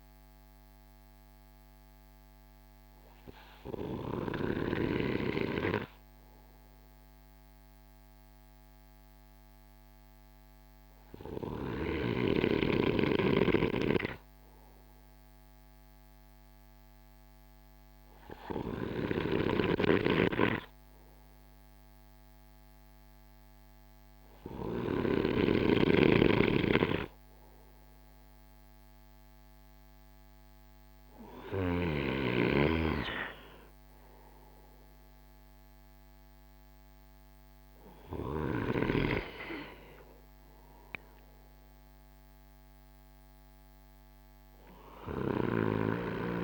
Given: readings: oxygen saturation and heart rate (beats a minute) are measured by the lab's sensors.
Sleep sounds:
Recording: breathing in sleep by a microphone on the trachea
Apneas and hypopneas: none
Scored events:
17.50-24.00 s: snoring (device-marked)
From the record:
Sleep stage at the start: N2 (light sleep)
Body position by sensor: on the right side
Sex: male

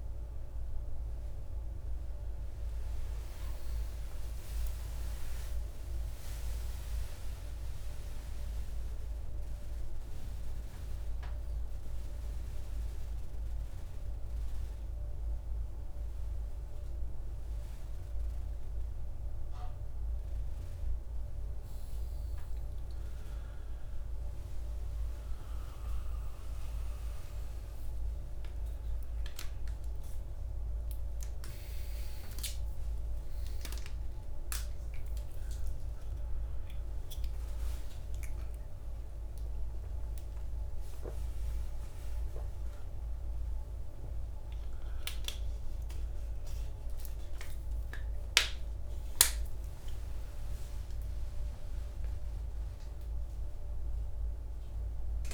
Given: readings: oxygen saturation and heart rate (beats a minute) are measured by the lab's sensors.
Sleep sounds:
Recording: a person awake in a sleep study, by a room microphone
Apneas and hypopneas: none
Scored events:
0.00-5.50 s: oxygen desaturation (device-marked, oxygen 91% lowest, heart rate 58 extreme)
37.50-44.50 s: oxygen desaturation (device-marked, oxygen 99% before, 95% lowest, heart rate 73 before, 72 extreme)
From the record:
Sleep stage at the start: awake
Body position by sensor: on the right side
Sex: male

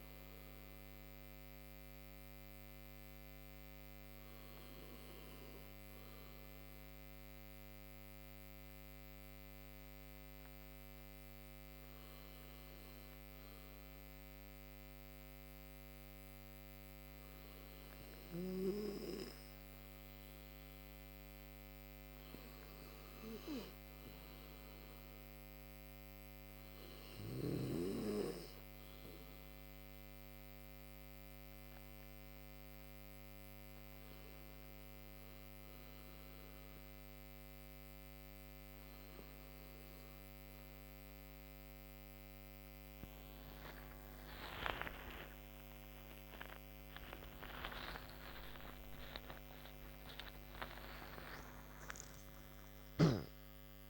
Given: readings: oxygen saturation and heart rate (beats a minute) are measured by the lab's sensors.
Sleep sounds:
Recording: breathing in sleep by a microphone on the trachea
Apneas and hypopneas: 1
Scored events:
2.00-20.50 s: obstructive apnea (oxygen 95% before, 91% lowest, heart rate 66 before, 53 extreme, up 16 after)
22.00-24.50 s: arousal
25.00-40.00 s: oxygen desaturation (device-marked, oxygen 95% before, 91% lowest, heart rate 59 before, 55 extreme)
45.00-53.90 s: tachycardia (device-marked, heart rate 66 before, 119 extreme)
46.00-51.00 s: arousal
From the record:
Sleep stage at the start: N2 (light sleep)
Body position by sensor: on the right side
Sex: male

